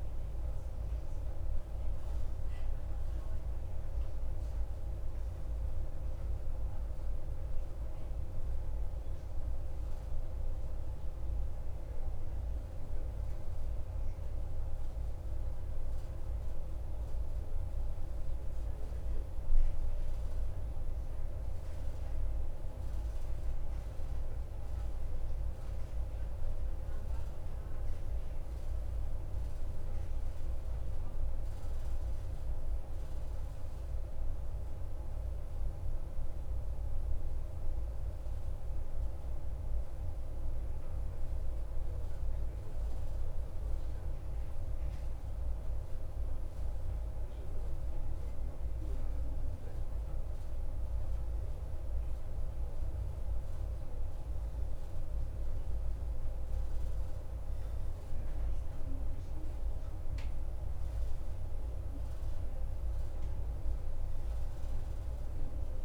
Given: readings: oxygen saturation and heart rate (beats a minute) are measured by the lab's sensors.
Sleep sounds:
breathing in sleep, hard to hear, by a room microphone; 1
2.50-65.85 s: new sleep stage, N2 (light sleep)
5.50-28.50 s: oxygen desaturation (device-marked, oxygen 94% before, 88% lowest, heart rate 89 before, 54 extreme)
16.00-41.00 s: obstructive apnea (oxygen 94% before, 90% lowest, heart rate 58 before, 54 extreme, up 1 after)
43.50-48.00 s: arousal
50.50-65.85 s: oxygen desaturation (device-marked, oxygen 97% before, 91% lowest, heart rate 55 before, 53 extreme)
From the record:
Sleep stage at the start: N1 (lightest sleep); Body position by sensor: on the right side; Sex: male

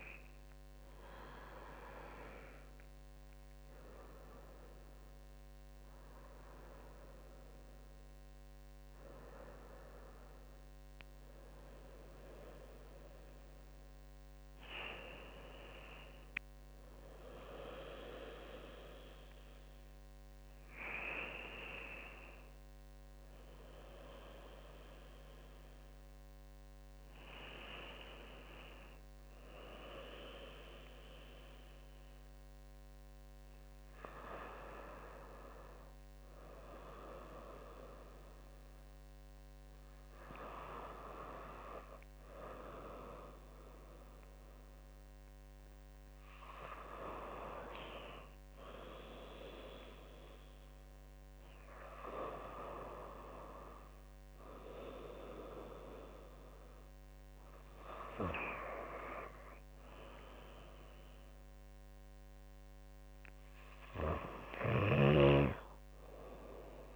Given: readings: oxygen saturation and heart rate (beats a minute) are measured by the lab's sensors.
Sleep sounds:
breathing in sleep by a microphone on the trachea; none
0.00-2.50 s: oxygen desaturation (device-marked, oxygen 88% lowest, heart rate 70 extreme)
0.00-6.50 s: drop in pulse transit time (device-marked, heart rate 95 extreme)
27.50-66.96 s: new sleep stage, N2 (light sleep)
63.50-66.96 s: snoring (device-marked)
From the record:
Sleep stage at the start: N1 (lightest sleep); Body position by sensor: on the back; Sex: female

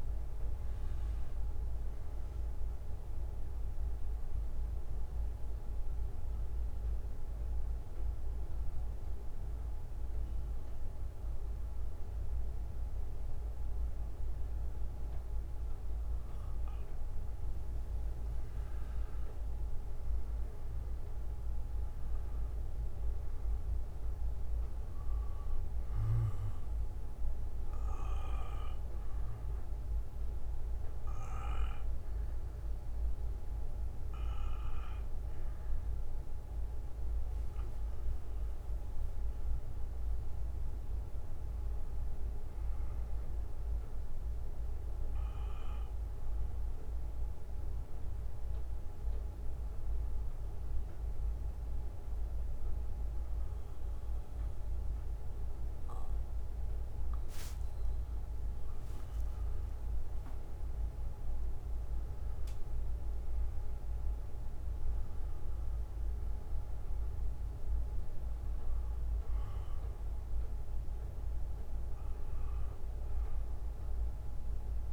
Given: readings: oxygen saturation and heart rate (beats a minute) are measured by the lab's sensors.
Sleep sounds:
breathing in sleep, hard to hear, by a room microphone; 3
5.50-18.50 s: bradycardia (device-marked, heart rate 61 before, 47 extreme)
6.50-18.00 s: mixed apnea (oxygen 98% before, 92% lowest, heart rate 70 before, 49 extreme, up 21 after)
8.50-15.50 s: oxygen desaturation (device-marked, oxygen 95% before, 92% lowest, heart rate 69 before, 50 extreme)
20.00-23.50 s: arousal
23.50-26.50 s: bradycardia (device-marked, heart rate 60 before, 60 extreme)
27.00-37.50 s: obstructive apnea (oxygen 97% before, 93% lowest, heart rate 57 before, 48 extreme, up 10 after)
31.50-33.50 s: bradycardia (device-marked, heart rate 61 before, 54 extreme)
39.00-43.00 s: arousal
40.50-58.50 s: bradycardia (device-marked, heart rate 60 before, 48 extreme)
46.00-58.00 s: obstructive apnea (oxygen 97% before, 93% lowest, heart rate 60 before, 48 extreme, up 30 after)
60.50-64.00 s: arousal
67.50-74.93 s: bradycardia (device-marked, heart rate 60 before, 50 extreme)
From the record:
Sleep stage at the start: N2 (light sleep); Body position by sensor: on the back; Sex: male

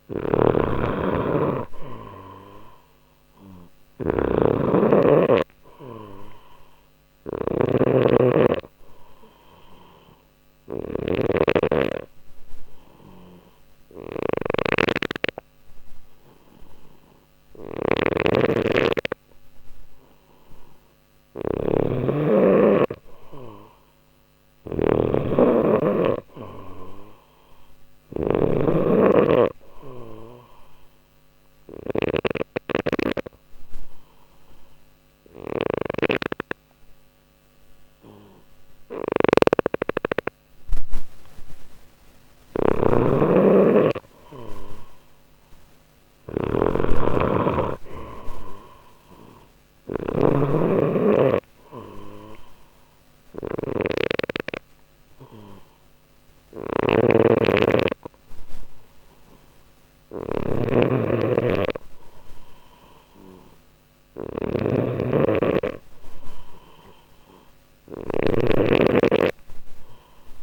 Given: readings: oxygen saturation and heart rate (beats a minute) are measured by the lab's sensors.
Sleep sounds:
breathing in sleep by a microphone on the trachea; 3
0.00-70.43 s: snoring (device-marked)
9.00-20.50 s: obstructive apnea (oxygen 95% before, 92% lowest, heart rate 60 before, 60 extreme, up 0 after)
23.50-26.50 s: arousal
30.50-42.00 s: obstructive apnea (oxygen 95% before, 92% lowest, heart rate 60 before, 59 extreme, up 3 after)
45.00-48.50 s: arousal
52.00-64.50 s: obstructive apnea (oxygen 95% before, 92% lowest, heart rate 61 before, 60 extreme, up 0 after)
68.00-70.43 s: arousal
From the record:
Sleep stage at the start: N2 (light sleep); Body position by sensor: on the left side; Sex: male

